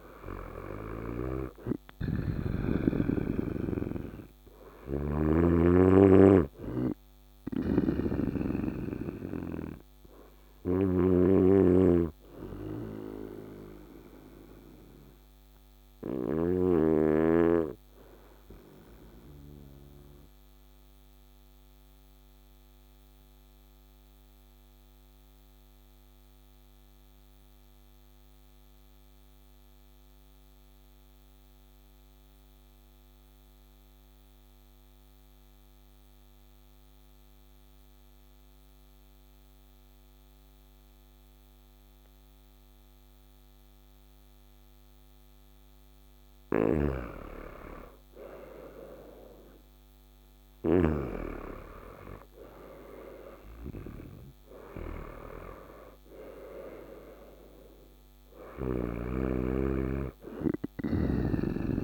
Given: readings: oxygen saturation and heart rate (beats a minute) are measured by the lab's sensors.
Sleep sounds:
breathing in sleep by a microphone on the trachea; 1
0.00-1.00 s: snoring (device-marked)
0.00-32.50 s: oxygen desaturation (device-marked, oxygen 86% lowest, heart rate 57 extreme)
10.50-16.00 s: snoring (device-marked)
11.00-45.00 s: obstructive apnea (oxygen 99% before, 86% lowest, heart rate 67 before, 57 extreme, up 11 after)
46.00-50.50 s: snoring (device-marked)
48.50-53.50 s: arousal
48.50-61.84 s: oxygen desaturation (device-marked, oxygen 99% before, 90% lowest, heart rate 59 before, 60 extreme)
60.50-61.84 s: snoring (device-marked)
From the record:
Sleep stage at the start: REM sleep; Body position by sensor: on the right side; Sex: male

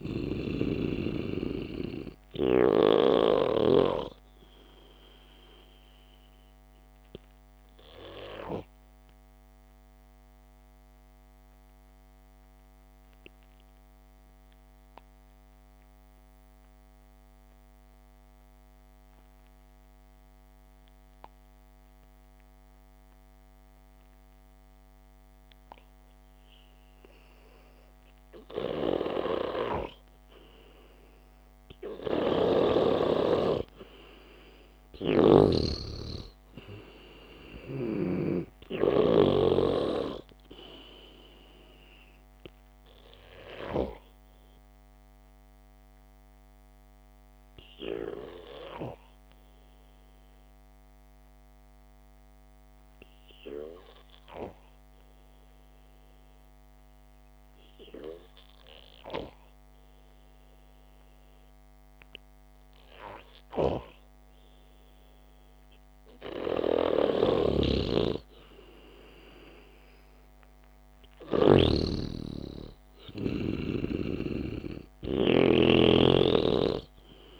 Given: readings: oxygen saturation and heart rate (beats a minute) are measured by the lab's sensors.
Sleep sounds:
breathing in sleep by a microphone on the trachea; 2
0.00-2.50 s: arousal
0.00-4.00 s: snoring (device-marked)
7.50-27.50 s: obstructive apnea (oxygen 96% before, 90% lowest, heart rate 59 before, 54 extreme)
17.50-26.50 s: oxygen desaturation (device-marked, oxygen 96% before, 92% lowest, heart rate 60 before, 54 extreme)
30.50-35.00 s: arousal
34.50-63.50 s: oxygen desaturation (device-marked, oxygen 98% before, 90% lowest, heart rate 64 before, 55 extreme)
35.50-39.00 s: snoring (device-marked)
44.50-65.00 s: hypopnea (oxygen 98% before, 90% lowest, heart rate 58 before, 55 extreme, up 2 after)
67.50-76.00 s: snoring (device-marked)
69.50-74.00 s: arousal
From the record:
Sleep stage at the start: N2 (light sleep); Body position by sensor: on the back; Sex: male

